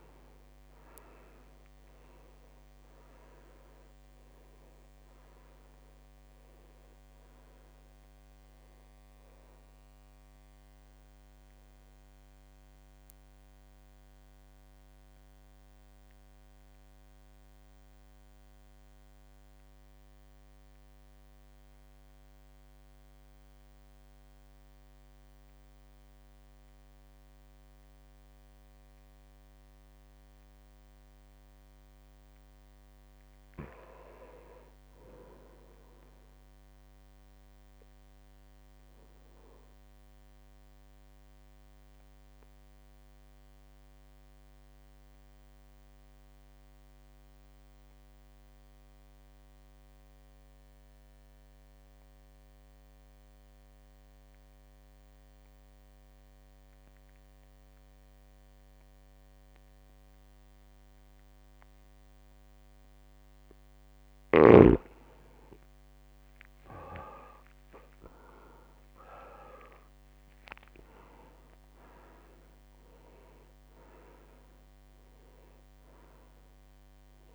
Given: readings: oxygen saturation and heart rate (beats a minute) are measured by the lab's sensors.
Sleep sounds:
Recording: breathing in sleep by a microphone on the trachea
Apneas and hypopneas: 2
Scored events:
0.00-18.00 s: drop in pulse transit time (device-marked, heart rate 51 extreme)
0.00-31.00 s: oxygen desaturation (device-marked, oxygen 85% lowest, heart rate 51 extreme)
14.00-32.00 s: mixed apnea (oxygen 99% before, 82% lowest, heart rate 54 before, 52 extreme, up 1 after)
33.50-37.50 s: arousal
40.50-63.00 s: obstructive apnea (oxygen 100% before, 82% lowest, heart rate 52 before, 52 extreme, up 13 after)
43.00-60.00 s: oxygen desaturation (device-marked, oxygen 100% before, 93% lowest, heart rate 52 before, 52 extreme)
64.00-69.00 s: arousal
67.00-69.00 s: long interval between heartbeats (device-marked, heart rate 53 before, 63 extreme)
68.00-77.35 s: oxygen desaturation (device-marked, oxygen 96% before, 82% lowest, heart rate 53 before, 53 extreme)
72.00-77.35 s: drop in pulse transit time (device-marked, heart rate 56 before, 53 extreme)
From the record:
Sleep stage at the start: REM sleep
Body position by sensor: on the back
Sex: male

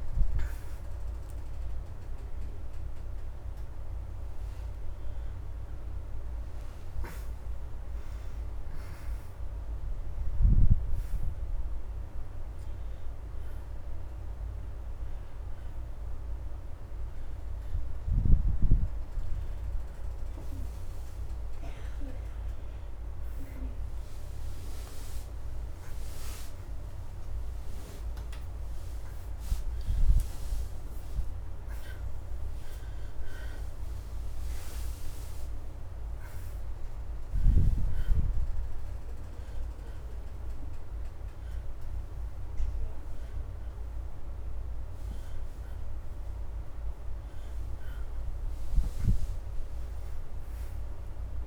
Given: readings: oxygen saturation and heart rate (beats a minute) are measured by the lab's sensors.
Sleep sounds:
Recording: a person awake in a sleep study, by a room microphone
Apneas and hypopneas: none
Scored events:
0.00-4.00 s: oxygen desaturation (device-marked, oxygen 67% before, 54% lowest)
24.00-33.00 s: oxygen desaturation (device-marked, oxygen 88% before, 83% lowest)
42.00-51.46 s: oxygen desaturation (device-marked, oxygen 85% before, 81% lowest)
From the record:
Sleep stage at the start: awake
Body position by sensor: on the back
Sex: female

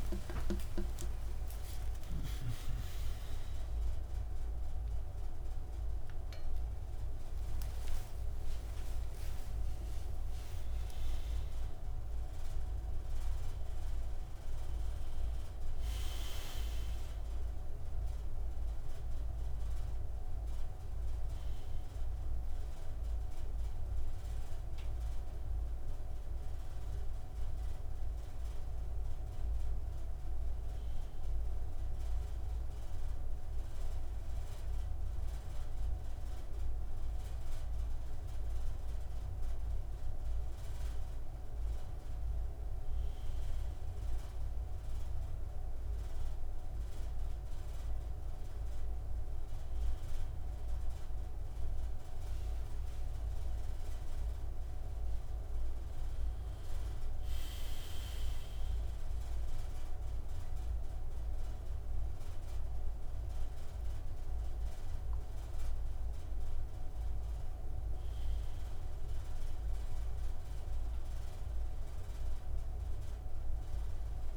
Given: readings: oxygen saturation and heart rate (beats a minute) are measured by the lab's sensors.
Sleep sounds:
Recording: a person awake in a sleep study, hard to hear, by a room microphone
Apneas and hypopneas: none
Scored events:
48.50-57.50 s: oxygen desaturation (device-marked, oxygen 99% before, 95% lowest, heart rate 72 before, 71 extreme)
From the record:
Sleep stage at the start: awake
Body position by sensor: on the front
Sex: male

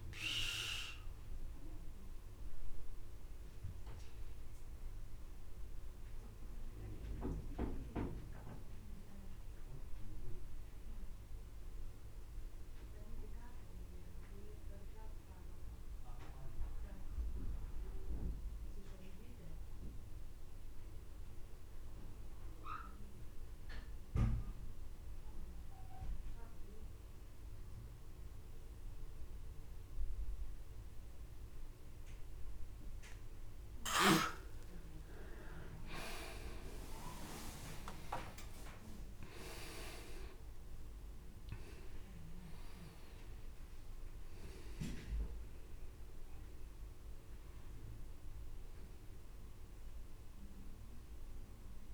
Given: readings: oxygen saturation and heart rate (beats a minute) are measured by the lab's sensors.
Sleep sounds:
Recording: breathing in sleep by a room microphone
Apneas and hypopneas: 1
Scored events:
0.00-17.50 s: oxygen desaturation (device-marked, oxygen 91% lowest, heart rate 29 extreme)
1.00-33.50 s: obstructive apnea (oxygen 98% before, 86% lowest, heart rate 55 before, 32 extreme, up 34 after)
30.50-51.94 s: oxygen desaturation (device-marked, oxygen 99% before, 86% lowest, heart rate 52 before, 28 extreme)
36.50-40.50 s: arousal
From the record:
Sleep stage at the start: N2 (light sleep)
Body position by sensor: on the back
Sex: male

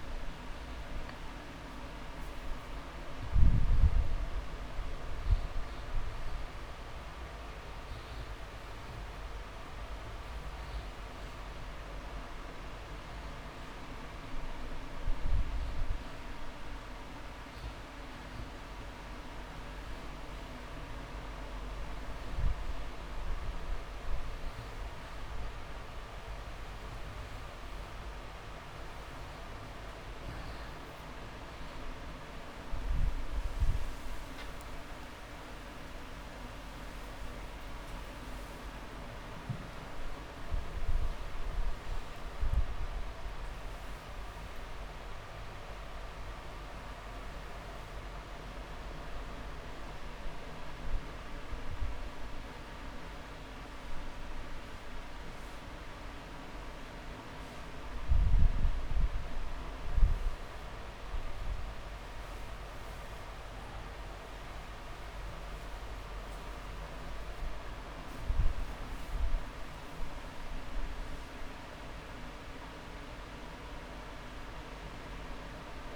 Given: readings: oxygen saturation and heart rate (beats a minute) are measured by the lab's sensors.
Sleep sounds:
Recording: a person awake in a sleep study, hard to hear, by a room microphone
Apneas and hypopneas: none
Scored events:
0.00-2.00 s: long interval between heartbeats (device-marked)
0.00-6.50 s: oxygen desaturation (device-marked, oxygen 94% lowest)
14.00-16.00 s: long interval between heartbeats (device-marked)
33.50-75.96 s: new sleep stage, awake
41.00-43.00 s: long interval between heartbeats (device-marked)
48.00-50.00 s: long interval between heartbeats (device-marked)
54.50-56.50 s: long interval between heartbeats (device-marked)
57.50-58.50 s: drop in pulse transit time (device-marked)
60.50-67.50 s: drop in pulse transit time (device-marked)
64.00-66.00 s: long interval between heartbeats (device-marked)
From the record:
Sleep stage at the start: N2 (light sleep)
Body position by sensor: on the back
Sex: male

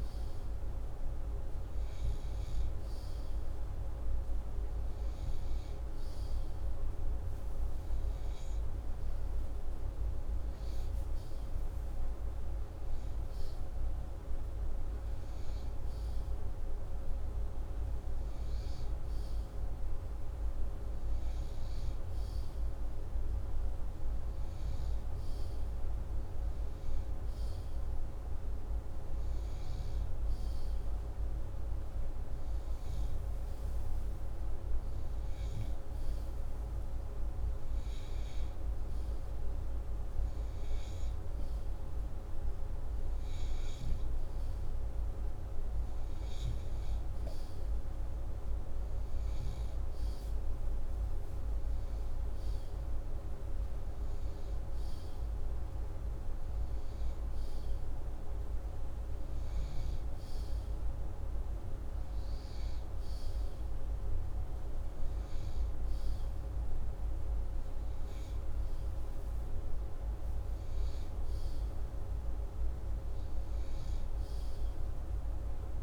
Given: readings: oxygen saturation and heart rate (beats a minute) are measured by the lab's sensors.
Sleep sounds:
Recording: breathing in sleep, hard to hear, by a room microphone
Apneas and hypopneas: none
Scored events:
none scored
From the record:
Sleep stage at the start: N2 (light sleep)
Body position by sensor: upright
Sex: male

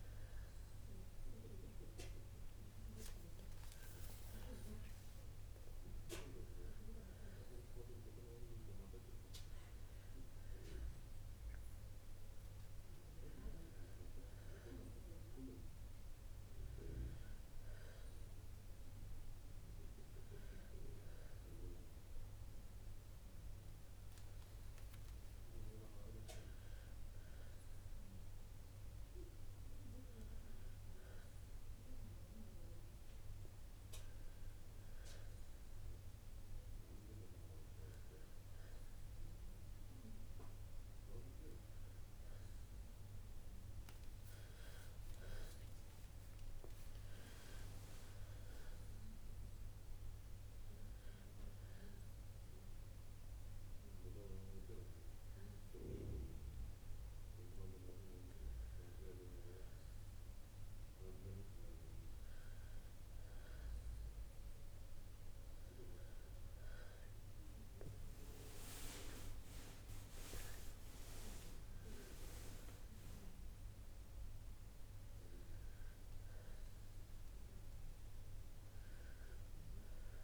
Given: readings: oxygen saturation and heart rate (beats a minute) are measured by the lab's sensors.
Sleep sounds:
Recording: breathing in sleep by a room microphone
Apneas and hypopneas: none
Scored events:
25.00-29.50 s: arousal
From the record:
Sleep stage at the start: N2 (light sleep)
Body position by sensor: on the back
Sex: female

